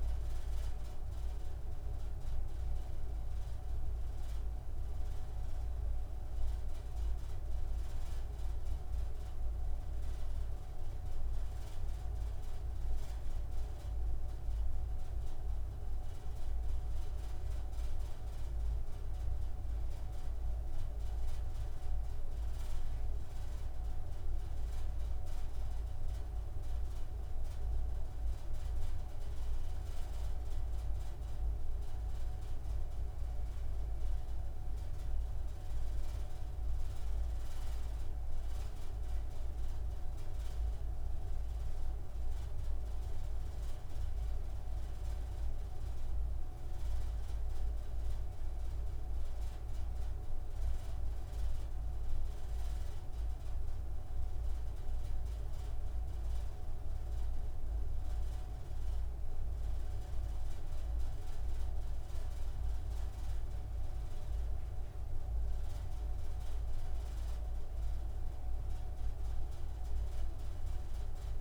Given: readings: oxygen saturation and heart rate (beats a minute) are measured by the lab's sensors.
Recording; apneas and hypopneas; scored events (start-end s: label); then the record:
breathing in sleep, hard to hear, by a room microphone; none
70.00-71.41 s: arousal
From the record:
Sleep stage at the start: N2 (light sleep); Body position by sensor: on the right side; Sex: male